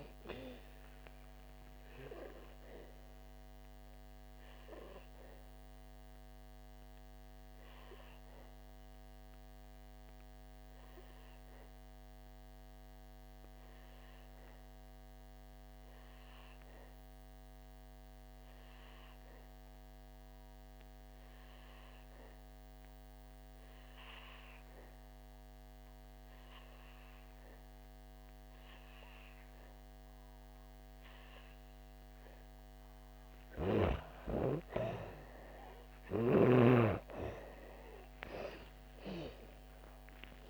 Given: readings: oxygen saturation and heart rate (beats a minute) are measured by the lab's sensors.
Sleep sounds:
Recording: breathing in sleep by a microphone on the trachea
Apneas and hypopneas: 1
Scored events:
0.00-28.00 s: oxygen desaturation (device-marked, oxygen 88% lowest, heart rate 55 extreme)
3.50-33.50 s: obstructive apnea (oxygen 98% before, 88% lowest, heart rate 65 before, 55 extreme, up 10 after)
38.00-40.50 s: arousal
38.00-40.50 s: oxygen desaturation (device-marked, oxygen 98% before, 88% lowest, heart rate 61 before, 55 extreme)
From the record:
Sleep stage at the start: N2 (light sleep)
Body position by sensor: on the back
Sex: female

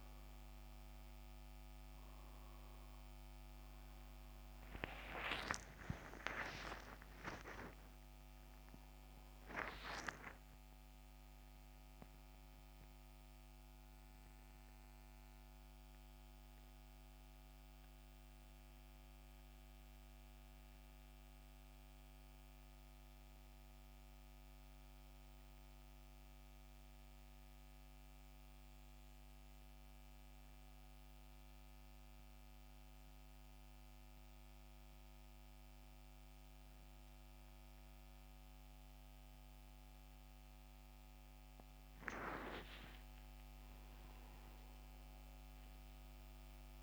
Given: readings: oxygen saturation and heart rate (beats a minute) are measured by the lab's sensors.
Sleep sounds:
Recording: breathing in sleep by a microphone on the trachea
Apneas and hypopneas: 1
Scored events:
0.00-25.00 s: oxygen desaturation (device-marked, oxygen 86% lowest, heart rate 67 extreme)
5.00-9.50 s: arousal
24.50-39.00 s: hypopnea (oxygen 93% before, 84% lowest, heart rate 80 before, 67 extreme, up 13 after)
41.00-44.50 s: arousal
From the record:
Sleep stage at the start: N2 (light sleep)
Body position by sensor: on the back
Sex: male

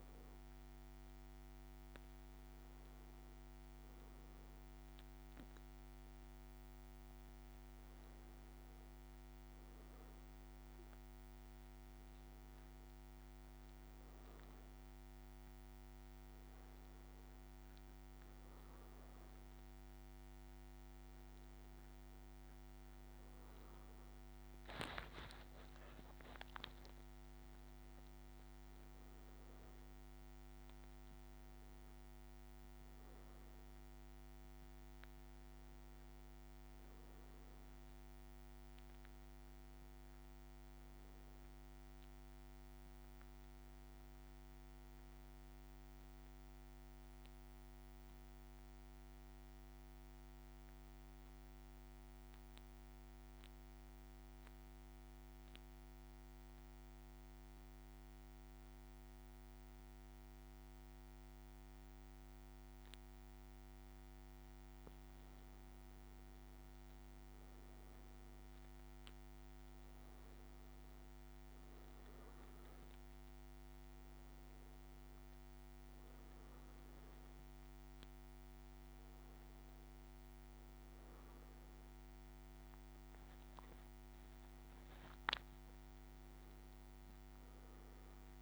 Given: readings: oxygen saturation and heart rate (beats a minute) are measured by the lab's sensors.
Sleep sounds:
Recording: breathing in sleep, hard to hear, by a microphone on the trachea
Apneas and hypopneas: 1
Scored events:
24.50-27.00 s: leg movement (device-marked)
26.00-31.50 s: arousal
46.50-64.00 s: central apnea (oxygen 99% before, 95% lowest, heart rate 59 before, 57 extreme, up 3 after)
66.50-71.00 s: arousal
68.50-88.42 s: oxygen desaturation (device-marked, oxygen 99% before, 95% lowest, heart rate 57 before, 57 extreme)
From the record:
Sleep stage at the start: N2 (light sleep)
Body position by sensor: on the back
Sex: male

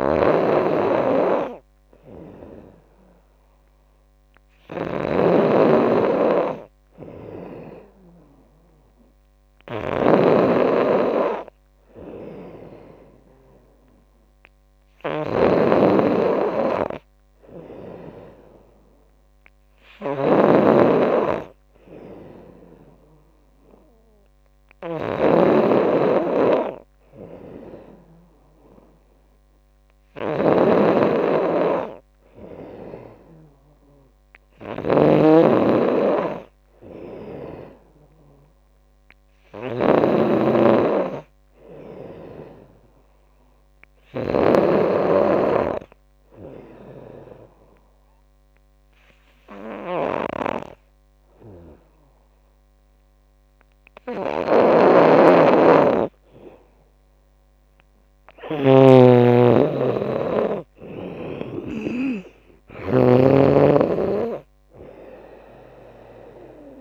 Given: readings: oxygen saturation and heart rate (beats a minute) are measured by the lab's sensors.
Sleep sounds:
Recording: breathing in sleep by a microphone on the trachea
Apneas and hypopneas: 1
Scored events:
0.00-44.50 s: snoring (device-marked)
46.00-56.00 s: obstructive apnea (oxygen 93% before, 90% lowest, heart rate 82 before, 76 extreme, up 9 after)
54.50-66.81 s: snoring (device-marked)
57.00-66.81 s: drop in pulse transit time (device-marked, heart rate 81 before, 78 extreme)
58.50-61.00 s: arousal
From the record:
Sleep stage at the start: N2 (light sleep)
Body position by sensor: on the back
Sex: female

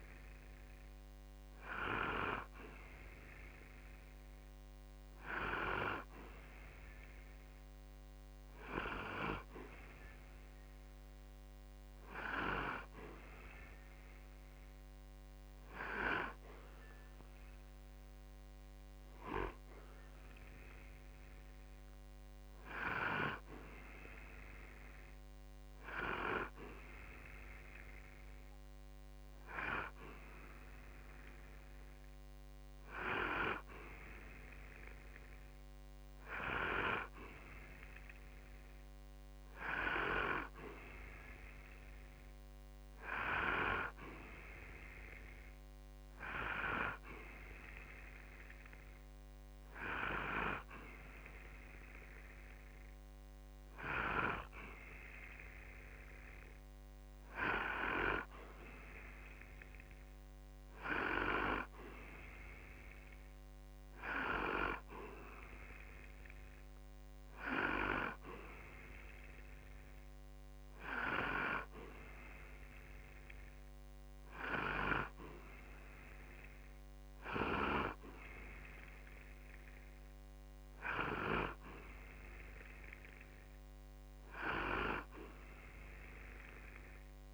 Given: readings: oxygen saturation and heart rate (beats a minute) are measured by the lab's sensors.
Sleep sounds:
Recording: breathing in sleep by a microphone on the trachea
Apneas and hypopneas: none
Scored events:
none scored
From the record:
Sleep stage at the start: N2 (light sleep)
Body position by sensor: on the back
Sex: male

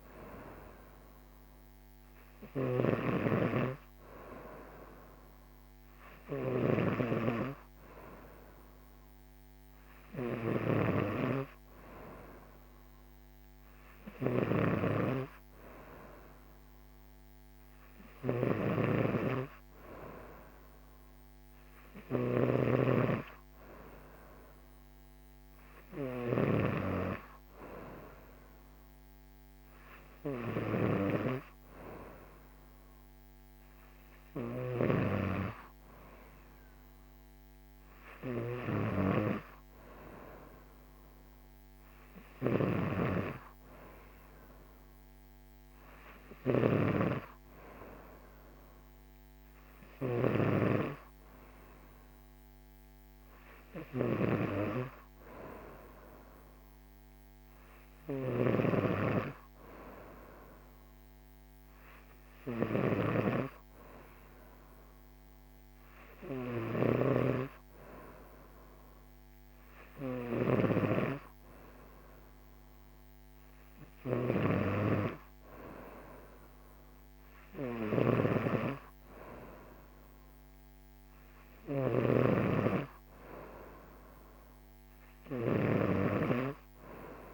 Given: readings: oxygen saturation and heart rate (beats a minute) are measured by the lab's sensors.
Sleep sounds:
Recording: breathing in sleep by a microphone on the trachea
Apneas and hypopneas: none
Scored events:
0.00-87.34 s: snoring (device-marked)
From the record:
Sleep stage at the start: N2 (light sleep)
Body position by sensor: on the right side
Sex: female

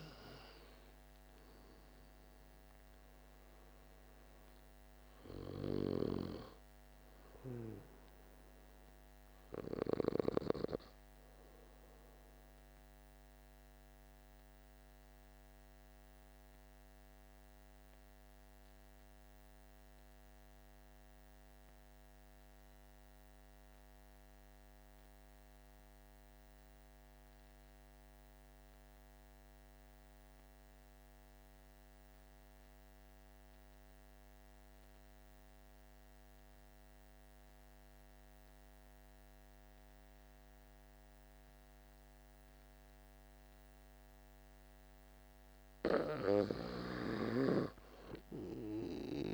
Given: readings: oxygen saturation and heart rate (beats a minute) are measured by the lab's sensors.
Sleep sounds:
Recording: breathing in sleep by a microphone on the trachea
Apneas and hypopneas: 1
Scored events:
0.00-24.00 s: oxygen desaturation (device-marked, oxygen 84% lowest, heart rate 48 extreme)
13.50-45.00 s: obstructive apnea (oxygen 97% before, 83% lowest, heart rate 59 before, 48 extreme, up 12 after)
38.00-49.34 s: oxygen desaturation (device-marked, oxygen 99% before, 83% lowest, heart rate 48 before, 48 extreme)
From the record:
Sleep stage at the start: N2 (light sleep)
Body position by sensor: on the back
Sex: male

